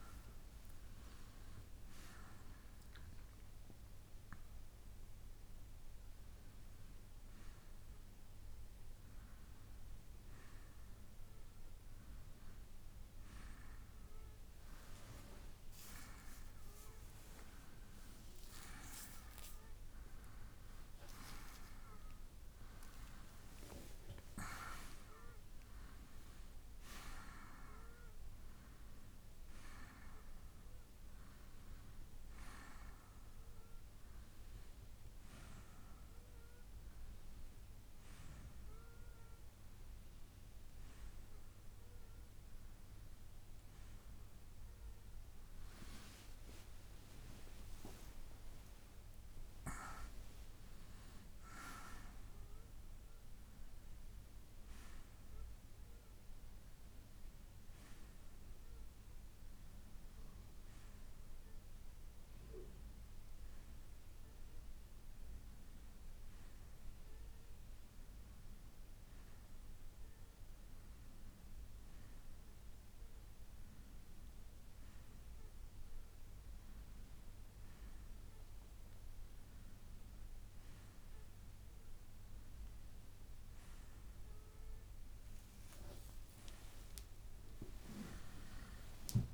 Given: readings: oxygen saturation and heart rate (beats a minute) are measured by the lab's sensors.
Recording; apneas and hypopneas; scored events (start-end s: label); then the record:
breathing in sleep by a room microphone; none
3.50-15.50 s: oxygen desaturation (device-marked, oxygen 95% before, 93% lowest, heart rate 102 before, 63 extreme)
21.50-34.50 s: oxygen desaturation (device-marked, oxygen 93% before, 90% lowest, heart rate 70 before, 61 extreme)
43.50-48.00 s: arousal
85.50-89.34 s: new sleep stage, N2 (light sleep)
From the record:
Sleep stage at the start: N1 (lightest sleep); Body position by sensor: on the right side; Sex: male